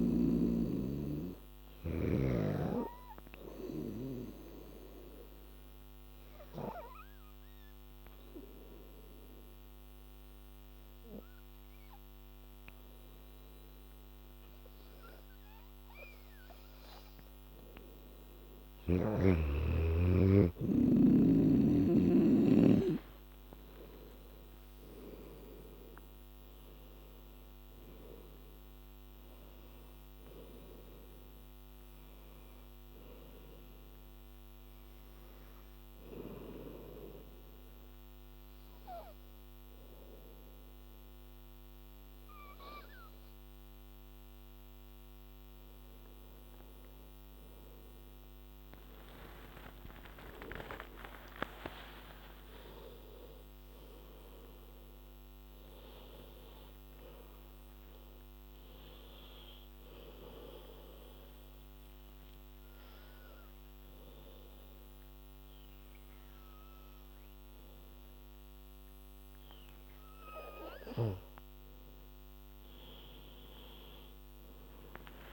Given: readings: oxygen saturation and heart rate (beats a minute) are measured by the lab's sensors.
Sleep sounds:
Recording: breathing in sleep by a microphone on the trachea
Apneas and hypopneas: 3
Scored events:
4.50-18.00 s: obstructive apnea (oxygen 97% before, 91% lowest, heart rate 83 before, 76 extreme, up 2 after)
23.00-42.00 s: oxygen desaturation (device-marked, oxygen 97% before, 91% lowest, heart rate 81 before, 84 extreme)
24.00-28.50 s: arousal
34.00-46.50 s: hypopnea (oxygen 97% before, 91% lowest, heart rate 82 before, 77 extreme, up 8 after)
49.50-54.00 s: arousal
60.00-71.00 s: hypopnea (oxygen 99% before, 94% lowest, heart rate 88 before, 77 extreme, up 10 after)
67.00-75.33 s: new sleep stage, awake
From the record:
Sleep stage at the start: N2 (light sleep)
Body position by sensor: on the back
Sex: female

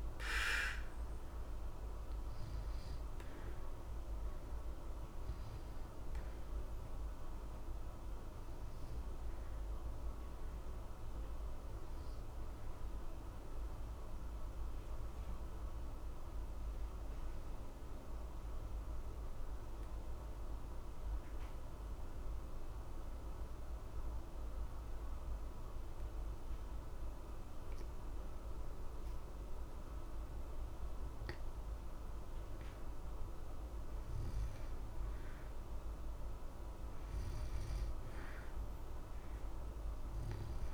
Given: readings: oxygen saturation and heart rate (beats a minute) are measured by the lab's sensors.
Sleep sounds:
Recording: breathing in sleep, hard to hear, by a room microphone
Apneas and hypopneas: 1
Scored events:
0.00-29.00 s: oxygen desaturation (device-marked, oxygen 82% lowest, heart rate 60 extreme)
9.50-31.50 s: obstructive apnea (oxygen 93% before, 82% lowest, heart rate 60 before, 60 extreme, up 1 after)
34.00-38.00 s: arousal
From the record:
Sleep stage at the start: N2 (light sleep)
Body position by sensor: on the back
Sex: male

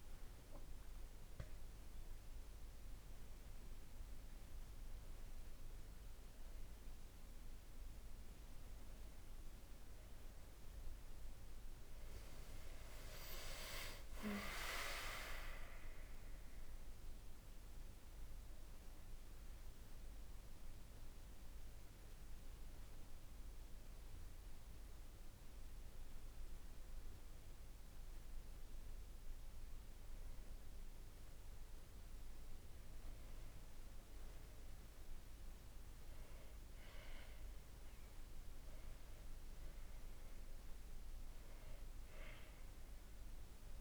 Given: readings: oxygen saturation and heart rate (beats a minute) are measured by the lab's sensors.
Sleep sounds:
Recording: a person partly awake in a sleep study, by a room microphone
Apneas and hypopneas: 1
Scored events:
16.50-43.81 s: new sleep stage, N2 (light sleep)
18.00-31.00 s: mixed apnea (oxygen 96% before, 93% lowest, heart rate 72 before, 54 extreme, up 2 after)
33.50-37.00 s: arousal
38.50-43.81 s: oxygen desaturation (device-marked, oxygen 98% before, 93% lowest, heart rate 60 before, 59 extreme)
From the record:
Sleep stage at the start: awake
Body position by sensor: on the right side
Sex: male

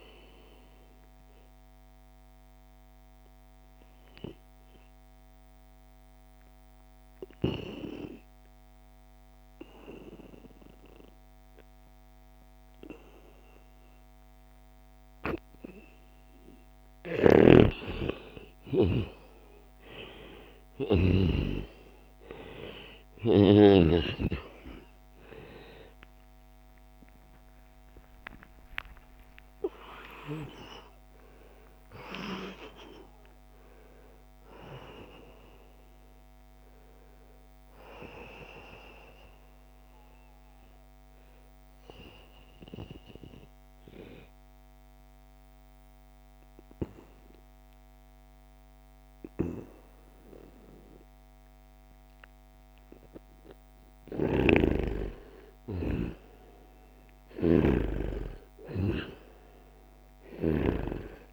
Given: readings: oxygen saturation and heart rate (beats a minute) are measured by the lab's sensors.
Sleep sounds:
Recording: breathing in sleep by a microphone on the trachea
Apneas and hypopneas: 2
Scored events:
0.00-9.00 s: oxygen desaturation (device-marked, oxygen 92% lowest, heart rate 80 extreme)
1.00-15.50 s: obstructive apnea (oxygen 97% before, 89% lowest, heart rate 87 before, 80 extreme, up 3 after)
16.50-21.00 s: snoring (device-marked)
18.00-23.00 s: arousal
20.00-42.00 s: oxygen desaturation (device-marked, oxygen 95% before, 89% lowest, heart rate 85 before, 79 extreme)
27.50-29.50 s: long interval between heartbeats (device-marked, heart rate 83 before, 108 extreme)
31.00-33.00 s: long interval between heartbeats (device-marked, heart rate 90 before, 135 extreme)
39.50-52.00 s: obstructive apnea (oxygen 95% before, 89% lowest, heart rate 102 before, 78 extreme)
53.50-60.00 s: snoring (device-marked)
54.00-57.50 s: arousal
60.00-61.33 s: oxygen desaturation (device-marked, oxygen 96% before, 91% lowest, heart rate 84 before, 74 extreme)
From the record:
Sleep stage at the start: N2 (light sleep)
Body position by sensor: on the right side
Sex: male

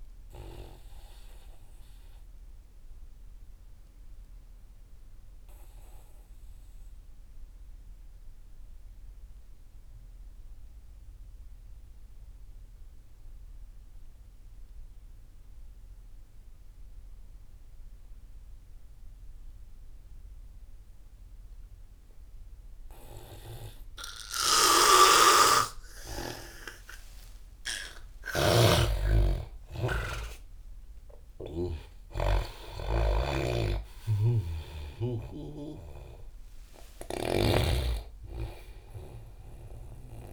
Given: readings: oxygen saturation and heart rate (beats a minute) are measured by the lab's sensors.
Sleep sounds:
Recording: breathing in sleep by a room microphone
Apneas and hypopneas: 1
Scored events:
0.00-6.50 s: oxygen desaturation (device-marked, oxygen 86% lowest)
1.50-27.50 s: obstructive apnea (oxygen 98% before, 82% lowest)
20.50-40.33 s: oxygen desaturation (device-marked, oxygen 99% before, 82% lowest)
25.00-38.00 s: snoring (device-marked)
29.00-33.00 s: arousal
From the record:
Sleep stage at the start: N2 (light sleep)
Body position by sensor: on the back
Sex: male

